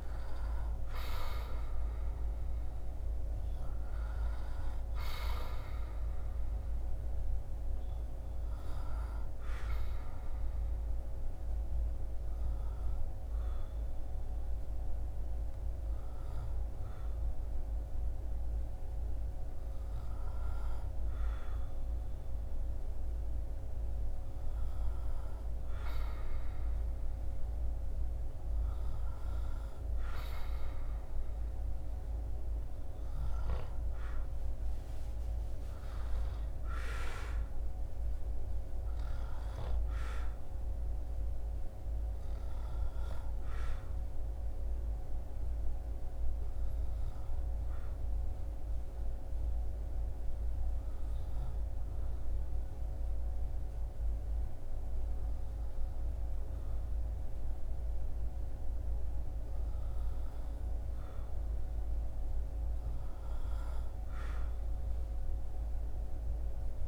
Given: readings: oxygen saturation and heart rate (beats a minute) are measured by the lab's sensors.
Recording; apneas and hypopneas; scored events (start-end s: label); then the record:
breathing in sleep, hard to hear, by a room microphone; 2
9.00-22.50 s: hypopnea (oxygen 98% before, 96% lowest, heart rate 75 before, 67 extreme, up 3 after)
25.00-29.50 s: arousal
43.00-59.00 s: hypopnea (oxygen 98% before, 96% lowest, heart rate 78 before, 65 extreme, up 7 after)
65.00-66.88 s: arousal
From the record:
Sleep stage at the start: N2 (light sleep); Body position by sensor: on the back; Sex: male